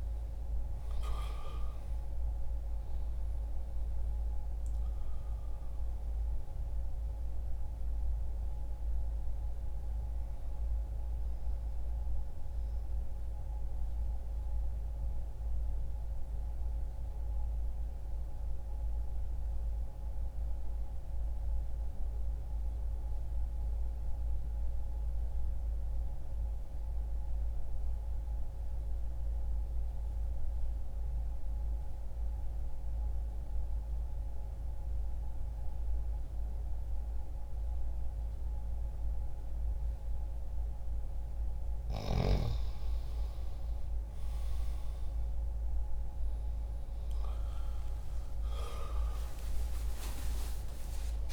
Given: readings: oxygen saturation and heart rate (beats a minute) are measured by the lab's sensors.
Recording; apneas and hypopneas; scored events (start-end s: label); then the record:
breathing in sleep, hard to hear, by a room microphone; 1
0.00-3.00 s: arousal
0.00-32.00 s: oxygen desaturation (device-marked, oxygen 82% lowest, heart rate 60 extreme)
11.00-40.50 s: mixed apnea (oxygen 97% before, 82% lowest, heart rate 60 before, 60 extreme, up 10 after)
42.00-51.33 s: new sleep stage, awake
42.00-51.33 s: oxygen desaturation (device-marked, oxygen 97% before, 90% lowest, heart rate 60 before, 70 extreme)
From the record:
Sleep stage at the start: N2 (light sleep); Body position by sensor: on the back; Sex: male